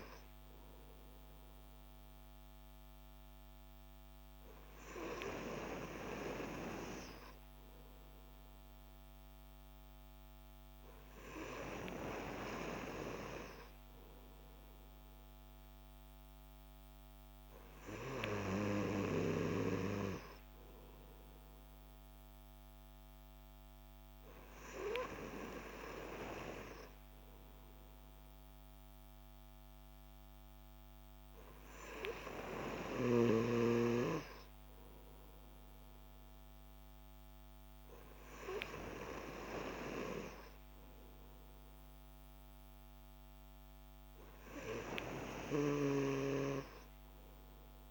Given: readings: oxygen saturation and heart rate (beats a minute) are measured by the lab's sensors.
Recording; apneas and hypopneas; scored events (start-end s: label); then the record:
breathing in sleep by a microphone on the trachea; none
none scored
From the record:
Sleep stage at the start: N3 (deep sleep); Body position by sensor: on the back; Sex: male